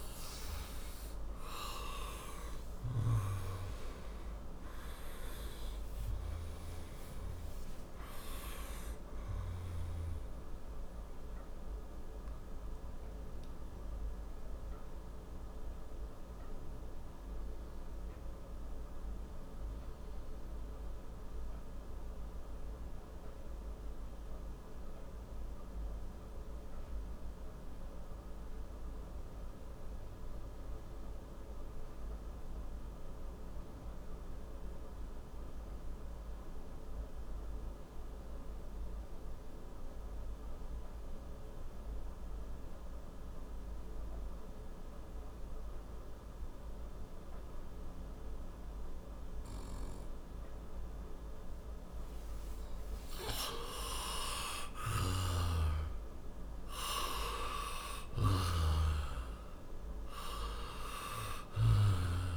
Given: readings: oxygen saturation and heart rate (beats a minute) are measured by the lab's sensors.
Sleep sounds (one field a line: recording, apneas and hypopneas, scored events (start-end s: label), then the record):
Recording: breathing in sleep by a room microphone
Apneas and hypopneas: 1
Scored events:
0.00-1.50 s: arousal
0.00-28.50 s: oxygen desaturation (device-marked, oxygen 90% lowest, heart rate 54 extreme)
13.00-52.00 s: obstructive apnea (oxygen 98% before, 88% lowest, heart rate 67 before, 54 extreme, up 10 after)
44.50-62.37 s: oxygen desaturation (device-marked, oxygen 98% before, 88% lowest, heart rate 58 before, 57 extreme)
54.50-59.50 s: arousal
From the record:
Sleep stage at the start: N2 (light sleep)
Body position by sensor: on the back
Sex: male